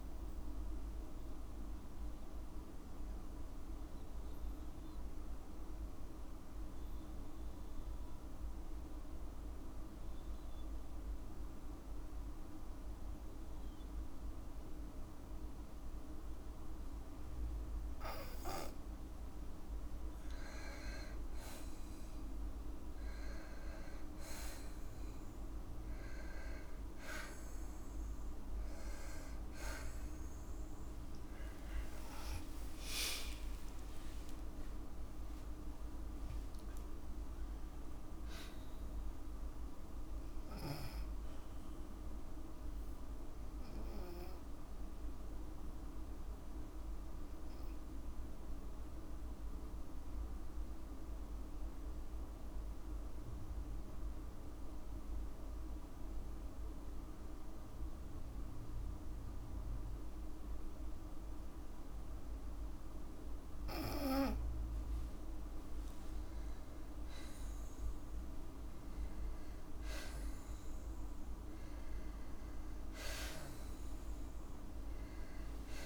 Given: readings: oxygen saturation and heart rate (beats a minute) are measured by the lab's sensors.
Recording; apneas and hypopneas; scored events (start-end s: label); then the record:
breathing in sleep, hard to hear, by a room microphone; 2
1.00-18.00 s: obstructive apnea (oxygen 98% before, 94% lowest, heart rate 56 before, 53 extreme, up 13 after)
17.00-34.00 s: oxygen desaturation (device-marked, oxygen 98% before, 94% lowest, heart rate 55 before, 52 extreme)
29.50-33.50 s: arousal
33.50-35.50 s: long interval between heartbeats (device-marked, heart rate 61 before, 87 extreme)
43.00-64.00 s: obstructive apnea (oxygen 98% before, 92% lowest, heart rate 69 before, 52 extreme, up 6 after)
73.00-75.86 s: arousal
From the record:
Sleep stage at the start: N2 (light sleep); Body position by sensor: on the back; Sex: female